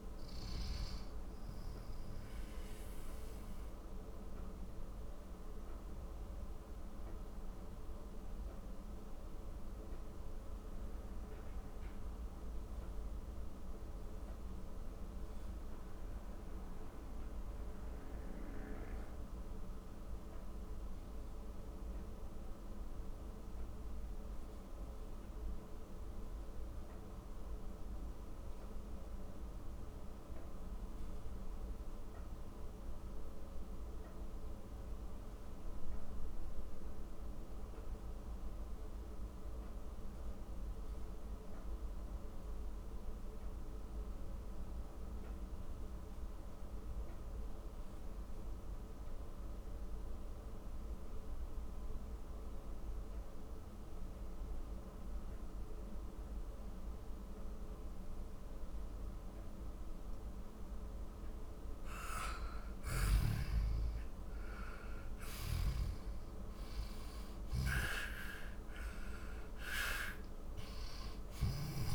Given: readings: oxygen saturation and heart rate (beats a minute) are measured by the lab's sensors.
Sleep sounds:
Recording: breathing in sleep, hard to hear, by a room microphone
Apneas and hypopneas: 1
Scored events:
0.00-13.00 s: oxygen desaturation (device-marked, oxygen 90% lowest, heart rate 44 extreme)
3.00-61.00 s: mixed apnea (oxygen 97% before, 85% lowest, heart rate 58 before, 44 extreme, up 16 after)
50.00-71.95 s: oxygen desaturation (device-marked, oxygen 97% before, 85% lowest, heart rate 56 before, 55 extreme)
58.00-71.95 s: new sleep stage, N1 (lightest sleep)
63.00-69.00 s: arousal
65.00-71.50 s: snoring (device-marked)
From the record:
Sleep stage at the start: N2 (light sleep)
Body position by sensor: on the back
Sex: male

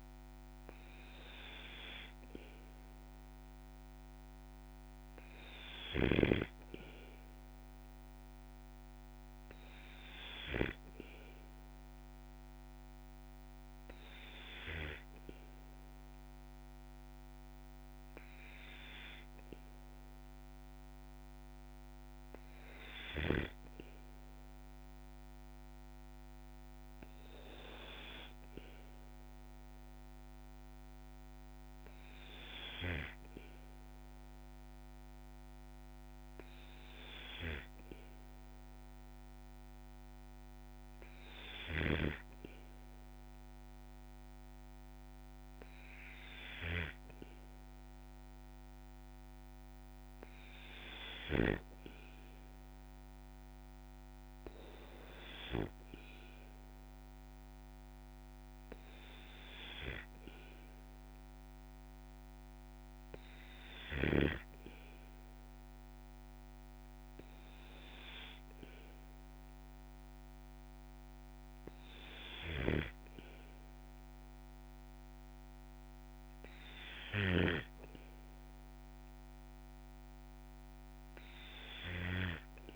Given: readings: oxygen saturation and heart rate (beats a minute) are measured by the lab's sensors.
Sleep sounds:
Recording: breathing in sleep by a microphone on the trachea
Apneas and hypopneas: none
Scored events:
none scored
From the record:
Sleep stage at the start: N2 (light sleep)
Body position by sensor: on the back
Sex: male

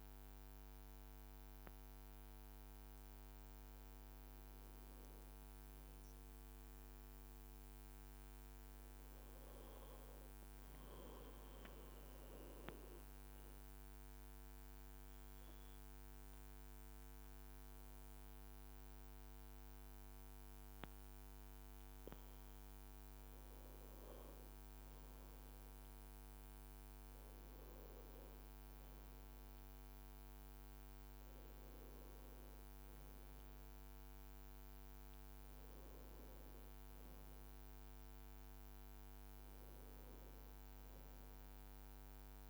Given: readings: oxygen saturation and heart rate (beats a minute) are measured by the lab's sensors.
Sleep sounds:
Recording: breathing in sleep, hard to hear, by a microphone on the trachea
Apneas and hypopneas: 1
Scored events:
1.00-3.00 s: leg movement (device-marked)
8.00-12.00 s: oxygen desaturation (device-marked, oxygen 98% before, 97% lowest, heart rate 58 before, 54 extreme)
12.50-22.50 s: obstructive apnea (oxygen 99% before, 95% lowest, heart rate 58 before, 55 extreme, up 4 after)
13.00-14.00 s: leg movement (device-marked)
24.00-26.50 s: leg movement (device-marked)
25.00-30.00 s: arousal
35.50-42.50 s: leg movement (device-marked)
From the record:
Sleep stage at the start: N2 (light sleep)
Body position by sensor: on the right side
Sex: male

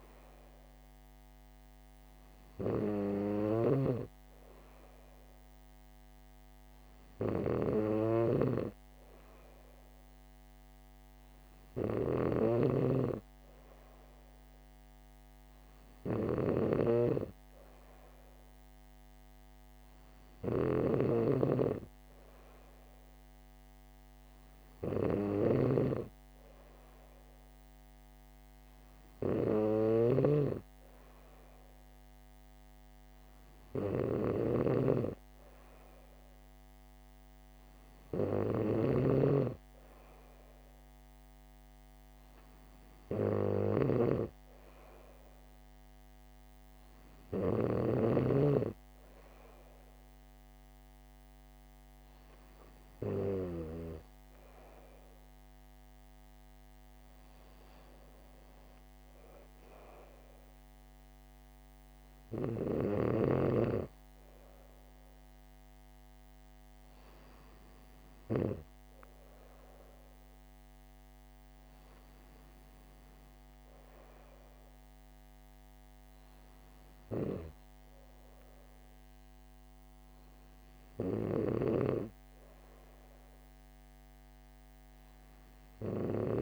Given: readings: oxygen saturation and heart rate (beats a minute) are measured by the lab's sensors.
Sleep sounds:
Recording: breathing in sleep by a microphone on the trachea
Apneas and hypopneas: none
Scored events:
8.50-48.00 s: snoring (device-marked)
85.00-86.42 s: new sleep stage, N2 (light sleep)
From the record:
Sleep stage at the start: N3 (deep sleep)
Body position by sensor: on the back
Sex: female

